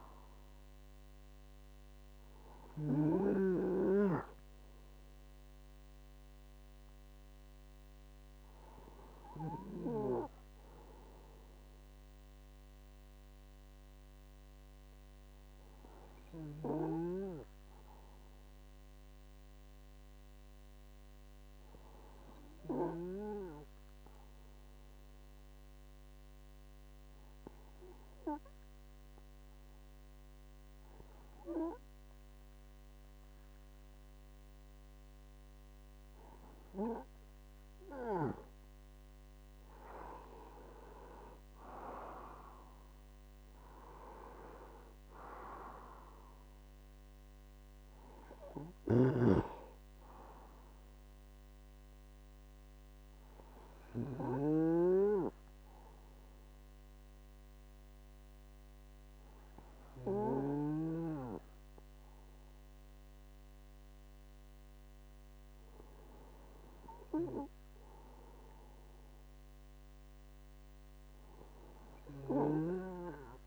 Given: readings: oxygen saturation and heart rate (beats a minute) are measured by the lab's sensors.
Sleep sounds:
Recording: breathing in sleep by a microphone on the trachea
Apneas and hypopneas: 2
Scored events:
0.00-18.50 s: oxygen desaturation (device-marked, oxygen 93% lowest, heart rate 49 extreme)
22.00-36.50 s: hypopnea (oxygen 99% before, 94% lowest, heart rate 57 before, 51 extreme, up 23 after)
39.50-43.00 s: arousal
52.00-64.00 s: hypopnea (oxygen 99% before, 94% lowest, heart rate 67 before, 51 extreme, up 18 after)
66.50-70.00 s: arousal
From the record:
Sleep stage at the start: N2 (light sleep)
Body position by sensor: on the right side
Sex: male

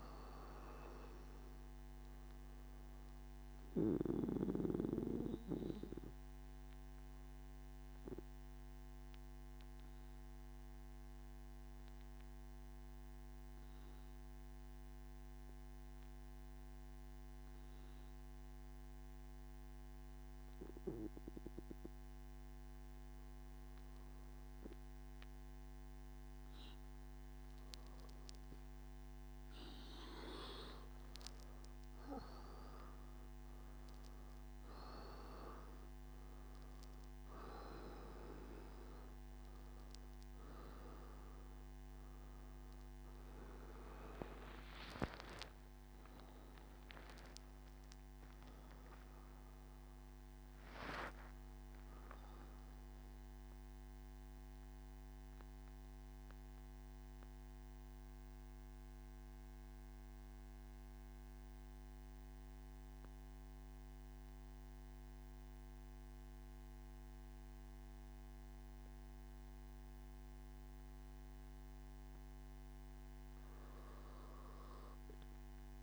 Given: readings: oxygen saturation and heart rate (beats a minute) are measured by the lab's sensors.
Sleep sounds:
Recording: breathing in sleep by a microphone on the trachea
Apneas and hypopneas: none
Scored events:
62.00-75.82 s: new sleep stage, N1 (lightest sleep)
From the record:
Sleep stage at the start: N3 (deep sleep)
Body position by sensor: on the back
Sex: male

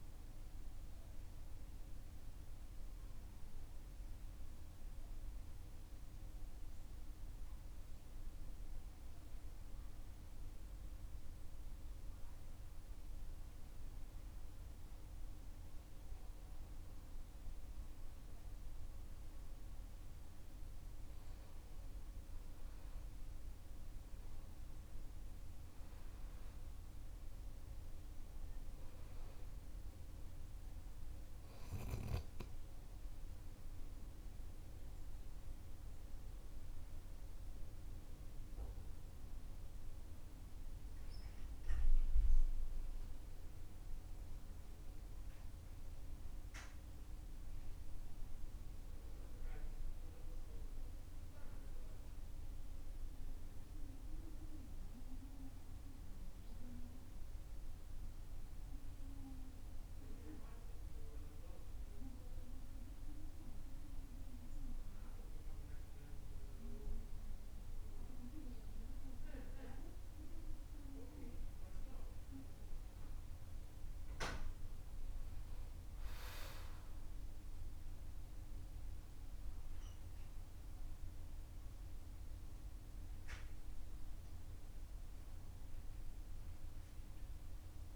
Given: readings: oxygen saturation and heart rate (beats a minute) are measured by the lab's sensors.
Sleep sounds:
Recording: breathing in sleep by a room microphone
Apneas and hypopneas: 3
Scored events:
6.00-18.50 s: central apnea (oxygen 98% before, 93% lowest, heart rate 53 before, 46 extreme, up 13 after)
22.00-26.50 s: arousal
33.50-43.50 s: central apnea (oxygen 98% before, 93% lowest, heart rate 53 before, 47 extreme, up 8 after)
45.50-50.50 s: arousal
47.50-60.50 s: oxygen desaturation (device-marked, oxygen 97% before, 93% lowest, heart rate 51 before, 50 extreme)
57.50-70.00 s: obstructive apnea (oxygen 98% before, 91% lowest, heart rate 51 before, 50 extreme, up 16 after)
73.00-78.50 s: arousal
From the record:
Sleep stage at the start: N2 (light sleep)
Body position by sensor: on the right side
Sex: male

